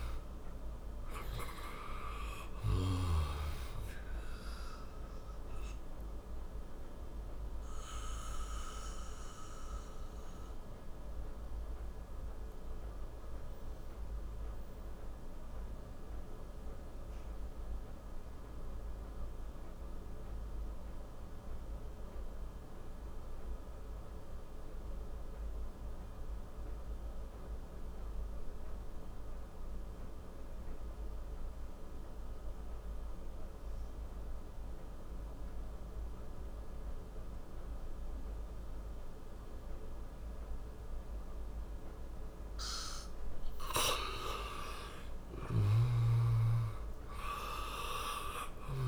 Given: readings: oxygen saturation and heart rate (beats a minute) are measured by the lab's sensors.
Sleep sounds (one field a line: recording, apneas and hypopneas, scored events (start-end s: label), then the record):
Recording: breathing in sleep by a room microphone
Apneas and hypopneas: 1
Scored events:
4.00-41.00 s: obstructive apnea (oxygen 98% before, 87% lowest)
8.50-26.50 s: oxygen desaturation (device-marked, oxygen 95% before, 87% lowest, heart rate 64 before, 26 extreme)
44.50-48.50 s: arousal
From the record:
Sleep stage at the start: N2 (light sleep)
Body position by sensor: on the back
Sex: male